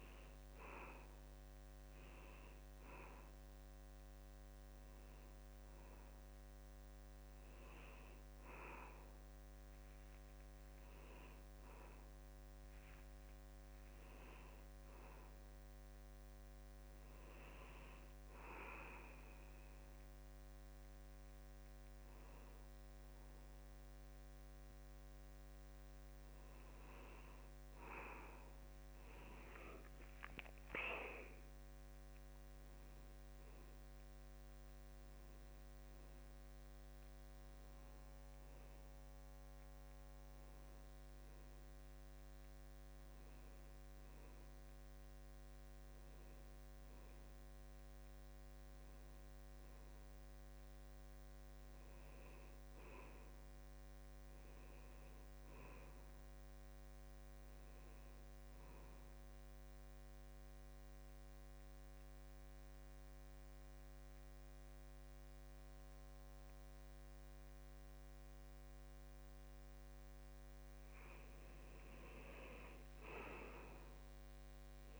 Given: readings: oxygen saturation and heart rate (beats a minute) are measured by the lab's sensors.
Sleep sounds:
breathing in sleep by a microphone on the trachea; 1
29.00-33.50 s: arousal
59.50-70.00 s: central apnea (oxygen 94% before, 88% lowest, heart rate 71 before, 67 extreme, up 6 after)
74.00-75.00 s: arousal
From the record:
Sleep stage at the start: N2 (light sleep); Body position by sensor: on the back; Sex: male

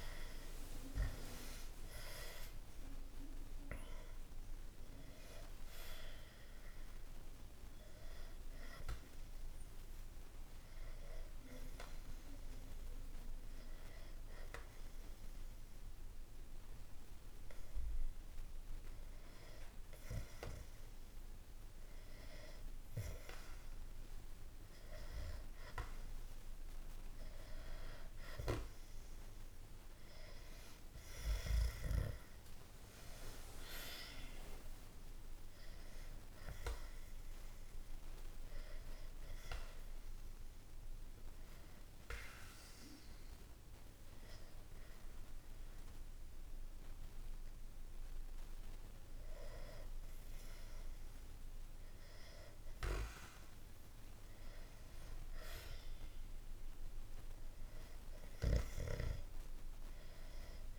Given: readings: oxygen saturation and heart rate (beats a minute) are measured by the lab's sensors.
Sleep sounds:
breathing in sleep by a room microphone; 2
0.00-3.50 s: arousal
9.50-24.50 s: hypopnea (oxygen 98% before, 93% lowest, heart rate 62 before, 60 extreme, up 1 after)
29.50-35.00 s: arousal
39.00-51.00 s: hypopnea (oxygen 98% before, 92% lowest, heart rate 62 before, 61 extreme, up 1 after)
54.50-58.50 s: arousal
From the record:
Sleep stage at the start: N2 (light sleep); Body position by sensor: on the back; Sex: male

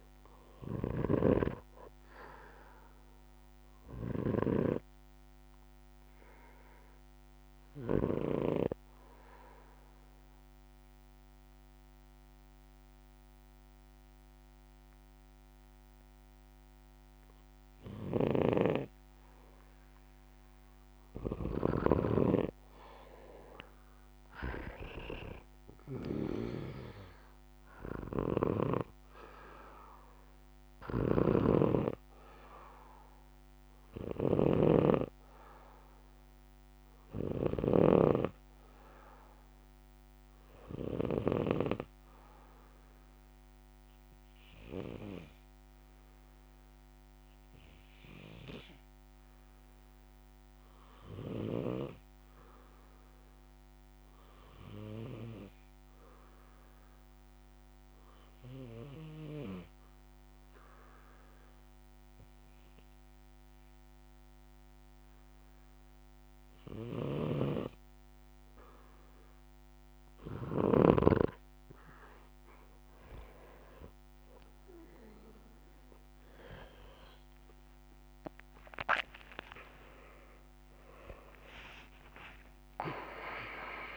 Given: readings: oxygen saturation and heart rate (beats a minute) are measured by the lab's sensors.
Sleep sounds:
breathing in sleep by a microphone on the trachea; 2
0.00-1.50 s: arousal
0.00-8.50 s: snoring (device-marked)
3.50-21.00 s: obstructive apnea (oxygen 94% before, 91% lowest, heart rate 72 before, 65 extreme, up 14 after)
18.50-41.50 s: snoring (device-marked)
22.50-25.50 s: arousal
26.00-46.00 s: oxygen desaturation (device-marked, oxygen 96% before, 91% lowest, heart rate 71 before, 65 extreme)
41.00-70.00 s: obstructive apnea (oxygen 96% before, 92% lowest, heart rate 76 before, 66 extreme, up 10 after)
67.00-71.50 s: snoring (device-marked)
78.00-82.00 s: arousal
79.00-83.96 s: oxygen desaturation (device-marked, oxygen 95% before, 92% lowest, heart rate 70 before, 62 extreme)
From the record:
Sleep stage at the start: N2 (light sleep); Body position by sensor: on the back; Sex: male

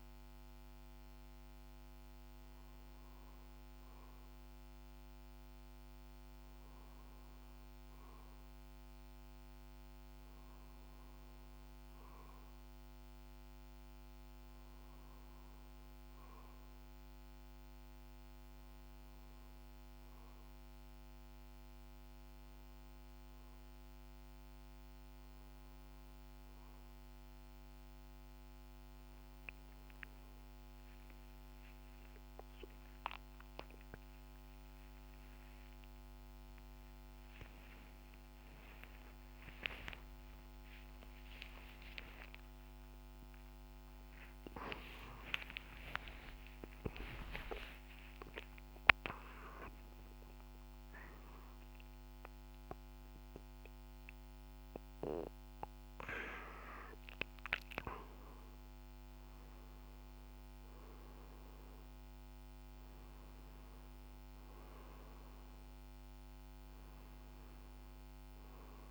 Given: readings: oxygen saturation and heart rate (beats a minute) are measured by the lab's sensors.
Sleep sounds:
a person partly awake in a sleep study, by a microphone on the trachea; none
29.50-59.50 s: new sleep stage, awake
59.50-68.91 s: new sleep stage, N1 (lightest sleep)
From the record:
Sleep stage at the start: REM sleep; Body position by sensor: on the back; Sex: male

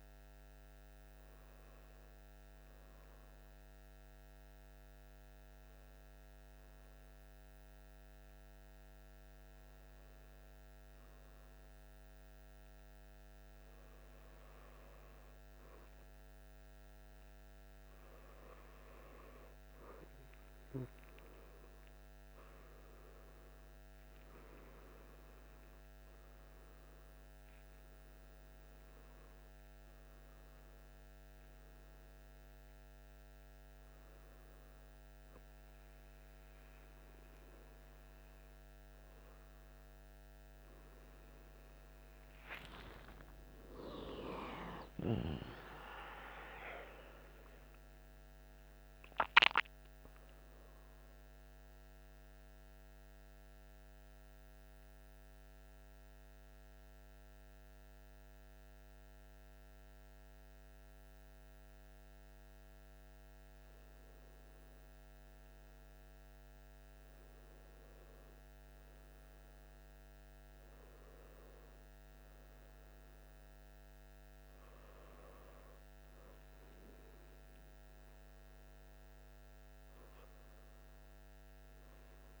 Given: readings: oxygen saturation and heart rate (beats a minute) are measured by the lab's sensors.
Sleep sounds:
breathing in sleep by a microphone on the trachea; 2
4.00-19.00 s: hypopnea (oxygen 99% before, 96% lowest, heart rate 54 before, 53 extreme, up 2 after)
21.50-25.50 s: arousal
42.50-48.50 s: arousal
50.50-63.00 s: central apnea (oxygen 97% before, 97% lowest, heart rate 58 before, 51 extreme)
65.00-69.00 s: arousal
From the record:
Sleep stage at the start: N1 (lightest sleep); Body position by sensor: on the back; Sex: male

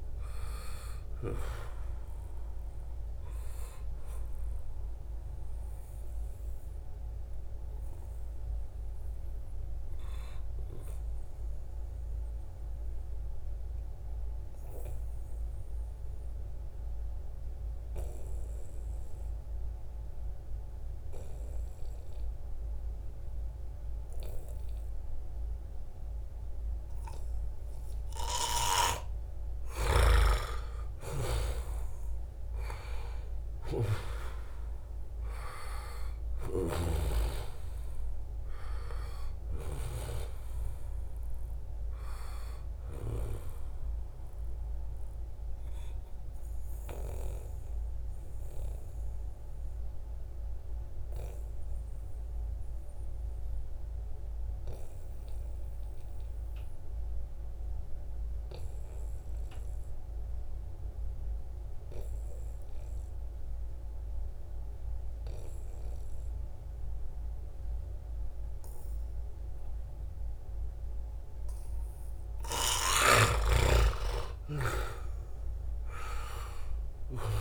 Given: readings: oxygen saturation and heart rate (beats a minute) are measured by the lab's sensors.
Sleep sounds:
breathing in sleep by a room microphone; 2
0.00-13.00 s: oxygen desaturation (device-marked, oxygen 89% lowest, heart rate 64 extreme)
4.00-27.50 s: obstructive apnea (oxygen 96% before, 89% lowest, heart rate 78 before, 64 extreme, up 11 after)
14.00-16.00 s: long interval between heartbeats (device-marked, heart rate 81 before, 66 extreme)
23.00-52.00 s: oxygen desaturation (device-marked, oxygen 97% before, 89% lowest, heart rate 75 before, 68 extreme)
29.50-34.00 s: arousal
36.00-39.50 s: snoring (device-marked)
44.00-72.50 s: obstructive apnea (oxygen 97% before, 88% lowest, heart rate 77 before, 68 extreme, up 10 after)
69.00-77.41 s: oxygen desaturation (device-marked, oxygen 97% before, 88% lowest, heart rate 73 before, 70 extreme)
73.50-77.41 s: arousal
From the record:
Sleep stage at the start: N2 (light sleep); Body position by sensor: on the right side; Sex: male

